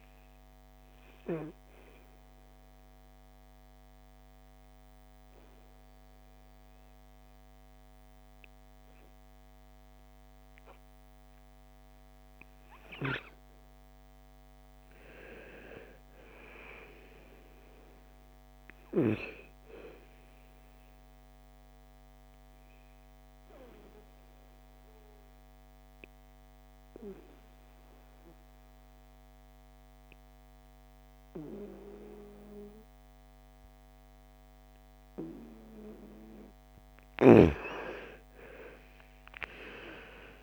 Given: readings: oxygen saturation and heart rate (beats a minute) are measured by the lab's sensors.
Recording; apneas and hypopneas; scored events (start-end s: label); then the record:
breathing in sleep by a microphone on the trachea; 2
0.00-13.00 s: oxygen desaturation (device-marked, oxygen 89% lowest, heart rate 54 extreme)
2.00-13.00 s: obstructive apnea (oxygen 98% before, 85% lowest, heart rate 58 before, 54 extreme, up 9 after)
14.00-18.00 s: arousal
20.00-32.00 s: oxygen desaturation (device-marked, oxygen 98% before, 93% lowest, heart rate 59 before, 54 extreme)
23.50-36.00 s: obstructive apnea (oxygen 98% before, 85% lowest, heart rate 59 before, 54 extreme, up 14 after)
38.00-40.43 s: arousal
From the record:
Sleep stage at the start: N2 (light sleep); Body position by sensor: on the back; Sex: female